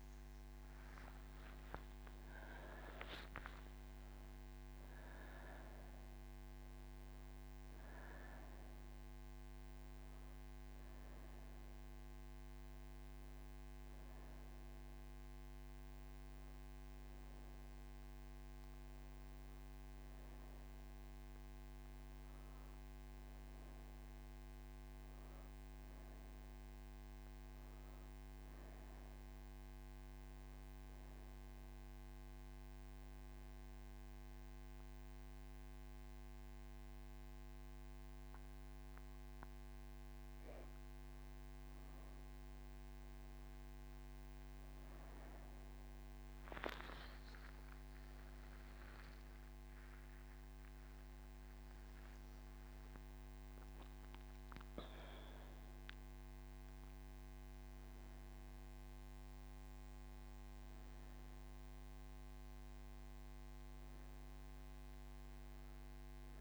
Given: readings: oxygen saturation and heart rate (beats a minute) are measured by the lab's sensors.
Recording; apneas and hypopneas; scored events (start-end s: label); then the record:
breathing in sleep, hard to hear, by a microphone on the trachea; 1
25.00-43.00 s: oxygen desaturation (device-marked, oxygen 99% before, 95% lowest)
30.00-41.50 s: hypopnea (oxygen 99% before, 95% lowest)
From the record:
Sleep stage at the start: N1 (lightest sleep); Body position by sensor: on the right side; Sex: female